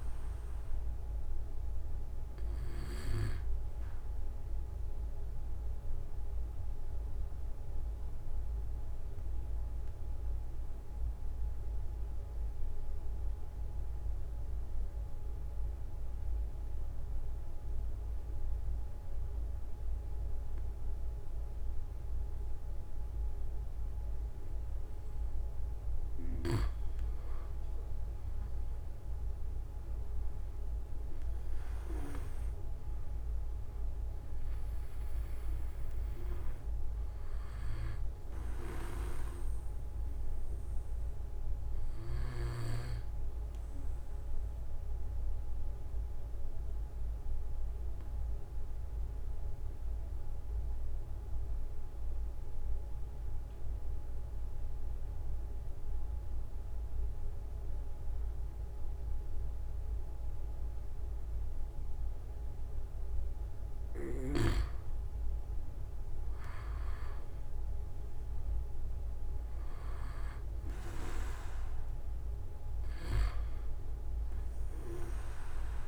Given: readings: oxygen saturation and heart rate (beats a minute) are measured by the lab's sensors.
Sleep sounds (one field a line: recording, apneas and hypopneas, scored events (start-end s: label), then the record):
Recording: breathing in sleep by a room microphone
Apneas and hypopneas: 2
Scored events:
2.50-11.50 s: oxygen desaturation (device-marked, oxygen 95% before, 92% lowest)
4.50-24.00 s: obstructive apnea (oxygen 97% before, 92% lowest)
6.50-8.50 s: long interval between heartbeats (device-marked)
12.00-14.00 s: long interval between heartbeats (device-marked)
16.00-18.00 s: long interval between heartbeats (device-marked)
23.00-25.00 s: long interval between heartbeats (device-marked)
27.50-29.50 s: long interval between heartbeats (device-marked)
27.50-33.00 s: arousal
34.50-61.50 s: oxygen desaturation (device-marked, oxygen 97% before, 93% lowest)
42.50-63.00 s: obstructive apnea (oxygen 97% before, 92% lowest)
46.50-48.50 s: long interval between heartbeats (device-marked)
55.50-57.50 s: long interval between heartbeats (device-marked)
65.00-67.00 s: long interval between heartbeats (device-marked)
66.00-71.00 s: arousal
72.50-75.88 s: oxygen desaturation (device-marked, oxygen 97% before, 92% lowest)
From the record:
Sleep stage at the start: N2 (light sleep)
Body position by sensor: on the back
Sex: male